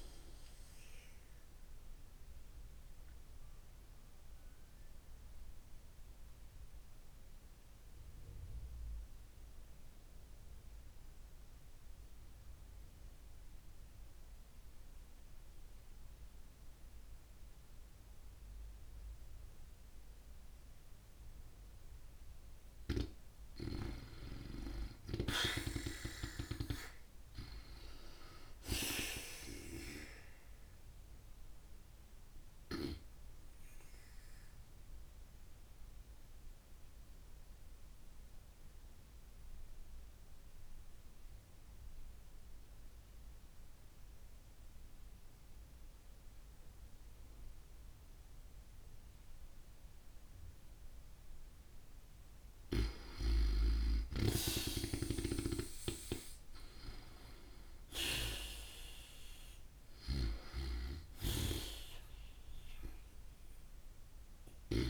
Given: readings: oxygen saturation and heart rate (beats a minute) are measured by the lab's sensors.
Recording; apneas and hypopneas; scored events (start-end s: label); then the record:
breathing in sleep by a room microphone; 2
0.00-4.00 s: oxygen desaturation (device-marked, oxygen 87% lowest)
1.50-21.50 s: obstructive apnea (oxygen 96% before, 89% lowest)
23.00-26.00 s: arousal
27.00-43.00 s: oxygen desaturation (device-marked, oxygen 95% before, 89% lowest)
30.00-50.50 s: obstructive apnea (oxygen 95% before, 89% lowest)
52.50-56.50 s: arousal
58.00-64.90 s: oxygen desaturation (device-marked, oxygen 95% before, 89% lowest)
59.50-64.50 s: snoring (device-marked)
From the record:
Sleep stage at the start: N2 (light sleep); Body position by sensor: on the back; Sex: female